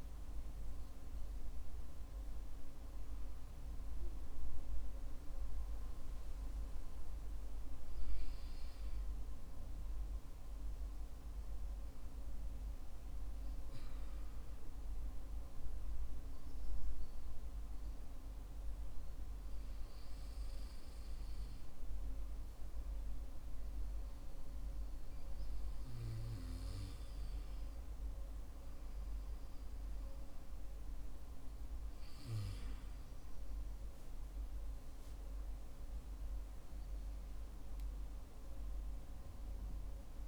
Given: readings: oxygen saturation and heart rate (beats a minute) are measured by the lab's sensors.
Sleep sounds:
breathing in sleep, hard to hear, by a room microphone; 1
18.00-31.50 s: hypopnea (oxygen 95% before, 92% lowest, heart rate 58 before, 49 extreme, up 13 after)
34.00-38.00 s: arousal
From the record:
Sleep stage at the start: N2 (light sleep); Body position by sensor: on the back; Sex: male

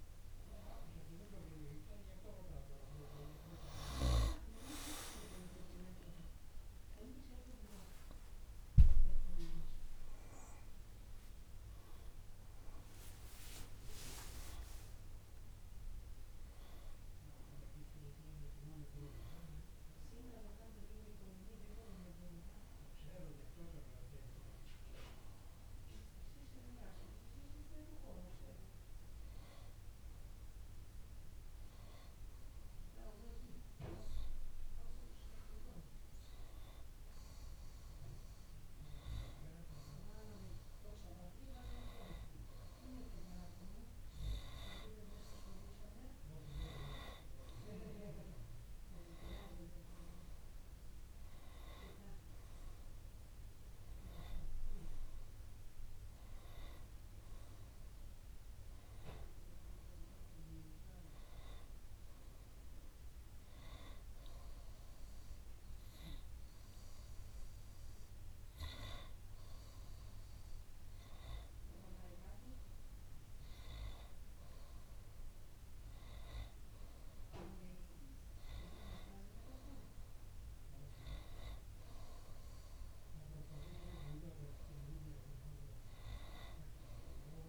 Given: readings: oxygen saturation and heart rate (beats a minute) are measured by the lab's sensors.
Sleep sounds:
a person partly awake in a sleep study, by a room microphone; none
30.00-60.00 s: new sleep stage, N1 (lightest sleep)
60.00-87.49 s: new sleep stage, N2 (light sleep)
From the record:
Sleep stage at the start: awake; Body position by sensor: on the right side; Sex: male

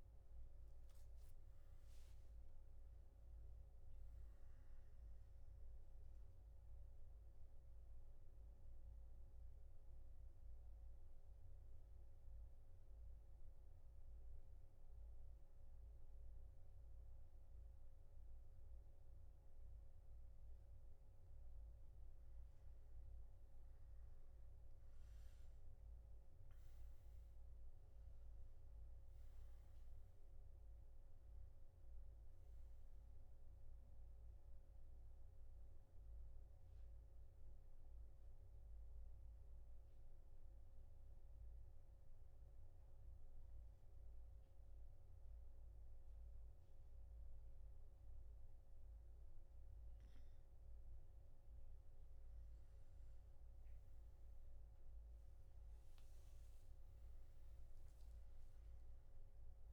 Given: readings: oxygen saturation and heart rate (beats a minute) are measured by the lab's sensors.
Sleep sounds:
breathing in sleep, hard to hear, by a room microphone; 2
3.00-24.00 s: oxygen desaturation (device-marked, oxygen 94% before, 91% lowest, heart rate 118 before, 116 extreme)
8.00-22.50 s: central apnea (oxygen 95% before, 91% lowest, heart rate 119 before, 116 extreme, up 14 after)
39.50-51.50 s: central apnea (oxygen 96% before, 93% lowest, heart rate 124 before, 120 extreme, up 8 after)
From the record:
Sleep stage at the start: N2 (light sleep); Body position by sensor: on the back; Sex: male

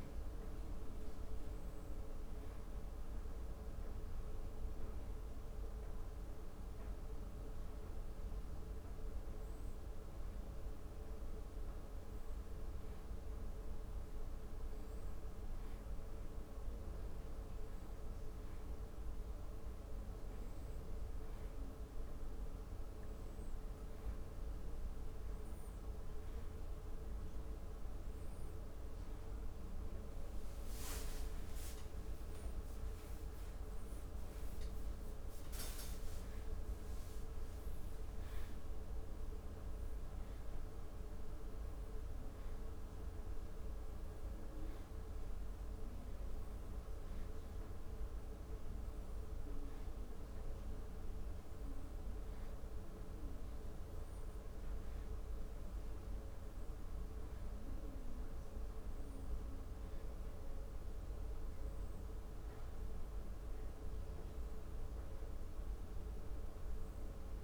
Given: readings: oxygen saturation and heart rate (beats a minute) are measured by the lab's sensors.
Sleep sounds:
breathing in sleep, hard to hear, by a room microphone; none
none scored
From the record:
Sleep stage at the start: N2 (light sleep); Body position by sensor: on the back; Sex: male

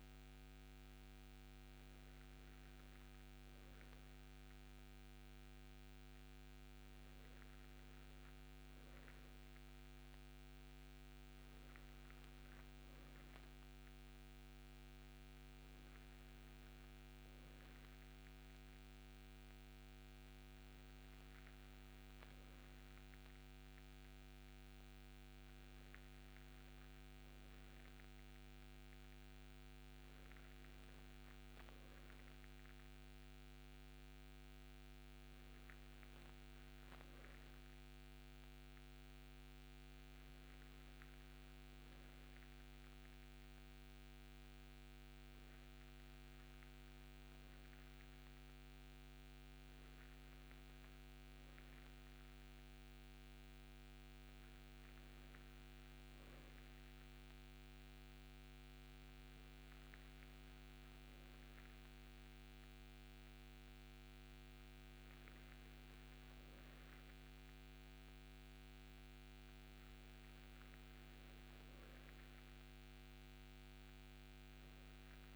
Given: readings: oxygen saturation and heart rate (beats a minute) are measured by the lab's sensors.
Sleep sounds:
breathing in sleep, hard to hear, by a microphone on the trachea; none
none scored
From the record:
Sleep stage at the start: N2 (light sleep); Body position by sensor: on the right side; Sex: male

